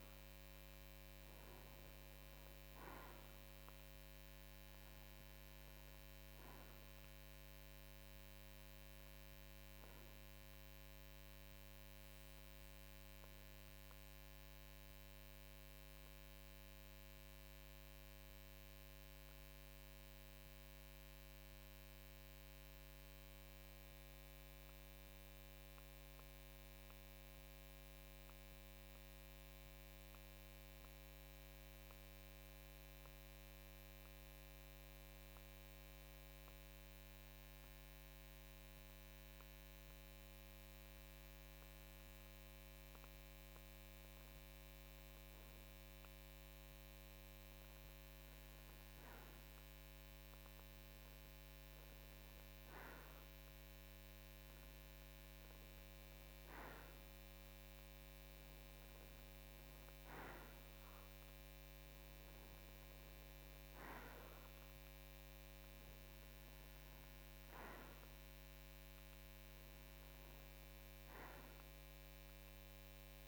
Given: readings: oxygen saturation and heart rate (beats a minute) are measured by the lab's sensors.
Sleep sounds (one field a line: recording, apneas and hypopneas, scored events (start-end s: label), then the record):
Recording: breathing in sleep, hard to hear, by a microphone on the trachea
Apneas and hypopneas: 1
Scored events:
21.50-41.50 s: mixed apnea (oxygen 94% before, 92% lowest, heart rate 55 before, 52 extreme, up 2 after)
44.50-47.50 s: arousal
From the record:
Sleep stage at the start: N2 (light sleep)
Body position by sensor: on the right side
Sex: male